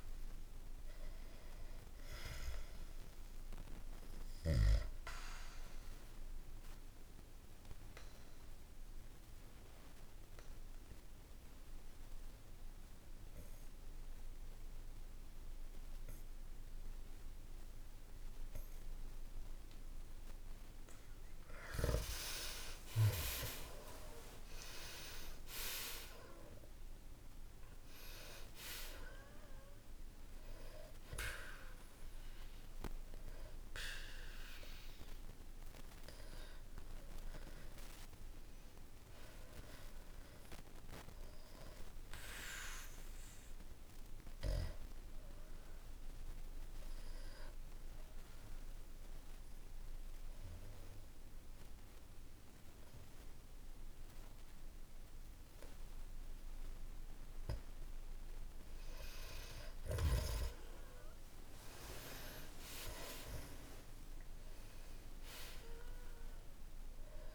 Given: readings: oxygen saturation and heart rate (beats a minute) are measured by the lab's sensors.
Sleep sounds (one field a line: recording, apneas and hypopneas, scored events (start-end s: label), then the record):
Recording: breathing in sleep by a room microphone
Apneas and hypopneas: 2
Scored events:
0.00-1.50 s: arousal
6.00-19.50 s: obstructive apnea (oxygen 96% before, 90% lowest, heart rate 63 before, 60 extreme, up 2 after)
21.50-27.00 s: arousal
31.50-53.50 s: oxygen desaturation (device-marked, oxygen 94% before, 90% lowest, heart rate 63 before, 61 extreme)
44.00-57.50 s: obstructive apnea (oxygen 95% before, 90% lowest, heart rate 63 before, 62 extreme, up 0 after)
60.00-65.00 s: arousal
From the record:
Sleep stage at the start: N2 (light sleep)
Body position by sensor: on the back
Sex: male